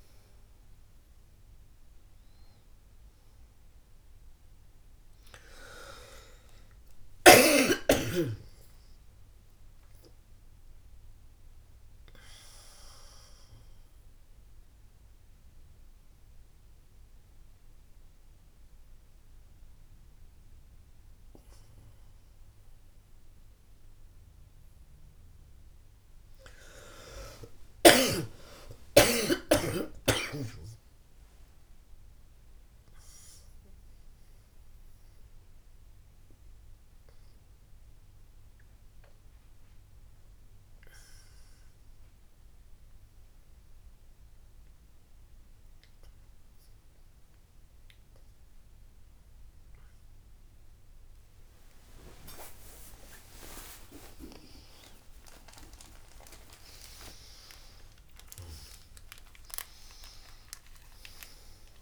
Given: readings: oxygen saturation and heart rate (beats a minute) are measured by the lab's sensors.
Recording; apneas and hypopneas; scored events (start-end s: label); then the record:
a person awake in a sleep study, by a room microphone; none
0.00-15.50 s: oxygen desaturation (device-marked, oxygen 92% lowest, heart rate 61 extreme)
From the record:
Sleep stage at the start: awake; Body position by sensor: on the back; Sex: female